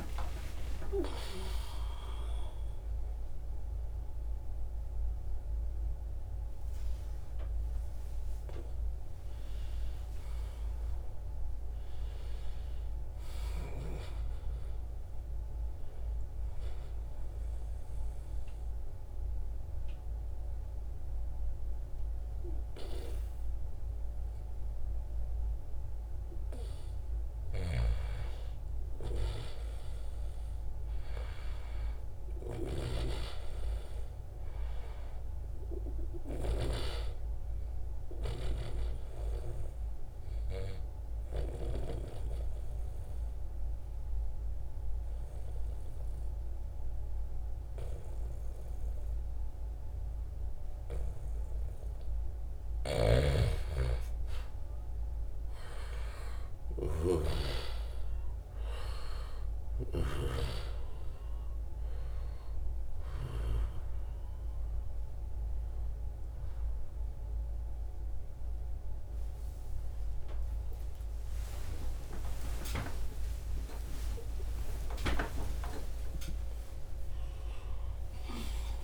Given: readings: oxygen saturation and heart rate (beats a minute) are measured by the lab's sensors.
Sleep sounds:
a person partly awake in a sleep study, by a room microphone; 2
0.50-2.50 s: long interval between heartbeats (device-marked, heart rate 83 before, 119 extreme)
4.00-34.00 s: new sleep stage, N1 (lightest sleep)
16.50-27.00 s: obstructive apnea (oxygen 95% before, 89% lowest, heart rate 94 before, 75 extreme, up 0 after)
28.50-32.50 s: arousal
34.00-64.00 s: new sleep stage, N2 (light sleep)
36.00-47.00 s: oxygen desaturation (device-marked, oxygen 94% before, 91% lowest, heart rate 78 before, 74 extreme)
40.00-52.50 s: obstructive apnea (oxygen 95% before, 89% lowest, heart rate 77 before, 74 extreme, up 5 after)
52.50-57.00 s: snoring (device-marked)
55.00-76.00 s: oxygen desaturation (device-marked, oxygen 94% before, 89% lowest, heart rate 77 before, 79 extreme)
64.00-78.84 s: new sleep stage, awake
72.00-74.00 s: long interval between heartbeats (device-marked, heart rate 79 before, 90 extreme)
75.50-77.50 s: long interval between heartbeats (device-marked, heart rate 84 before, 151 extreme)
From the record:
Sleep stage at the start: awake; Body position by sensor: on the back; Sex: male

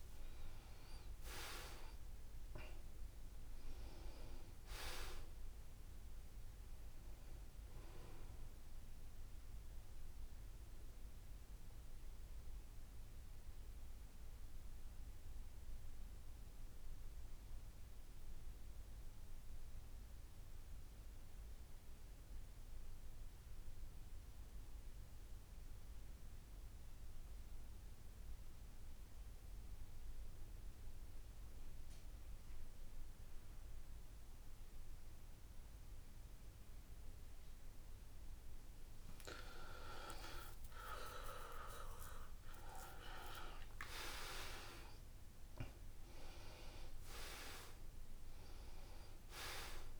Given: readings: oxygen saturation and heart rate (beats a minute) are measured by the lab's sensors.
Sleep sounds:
breathing in sleep by a room microphone; 1
0.00-16.50 s: oxygen desaturation (device-marked, oxygen 82% lowest, heart rate 65 extreme)
10.50-39.00 s: mixed apnea (oxygen 93% before, 82% lowest, heart rate 73 before, 66 extreme, up 8 after)
35.50-50.00 s: oxygen desaturation (device-marked, oxygen 97% before, 84% lowest, heart rate 69 before, 67 extreme)
40.50-44.00 s: arousal
From the record:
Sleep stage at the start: N2 (light sleep); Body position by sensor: on the back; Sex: male

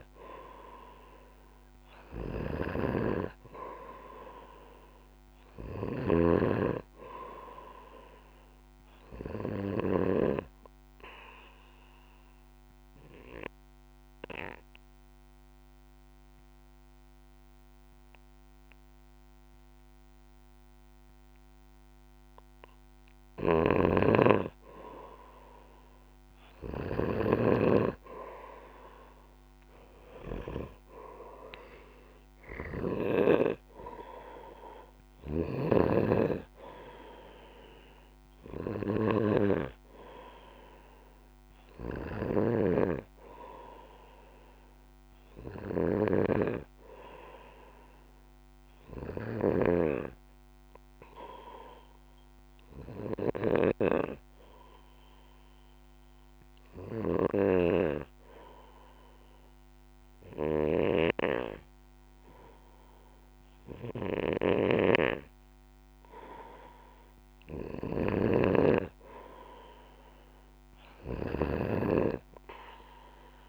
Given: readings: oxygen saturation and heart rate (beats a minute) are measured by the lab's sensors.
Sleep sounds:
breathing in sleep by a microphone on the trachea; 2
0.00-6.00 s: snoring (device-marked)
9.00-22.50 s: obstructive apnea (oxygen 96% before, 93% lowest, heart rate 62 before, 53 extreme, up 1 after)
23.00-33.00 s: snoring (device-marked)
29.50-33.50 s: arousal
42.00-49.50 s: snoring (device-marked)
50.50-65.00 s: hypopnea (oxygen 96% before, 93% lowest, heart rate 59 before, 58 extreme, up 1 after)
64.00-73.49 s: snoring (device-marked)
68.00-72.50 s: arousal
From the record:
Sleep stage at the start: N2 (light sleep); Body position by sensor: on the back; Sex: male

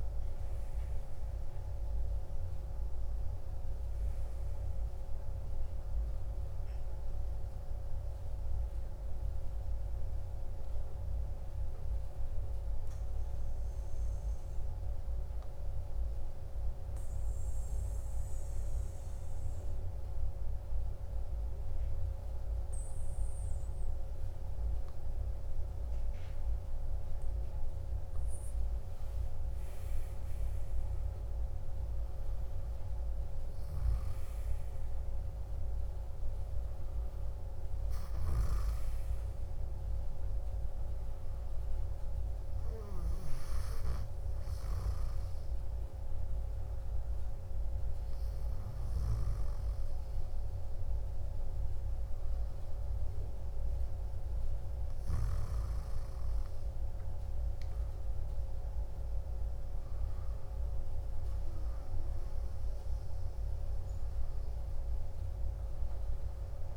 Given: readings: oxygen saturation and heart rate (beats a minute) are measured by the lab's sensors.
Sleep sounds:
breathing in sleep, hard to hear, by a room microphone; 1
12.50-27.50 s: obstructive apnea (oxygen 98% before, 96% lowest, heart rate 55 before, 52 extreme, up 6 after)
29.50-34.00 s: arousal
From the record:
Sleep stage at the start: N1 (lightest sleep); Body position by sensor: on the back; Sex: male

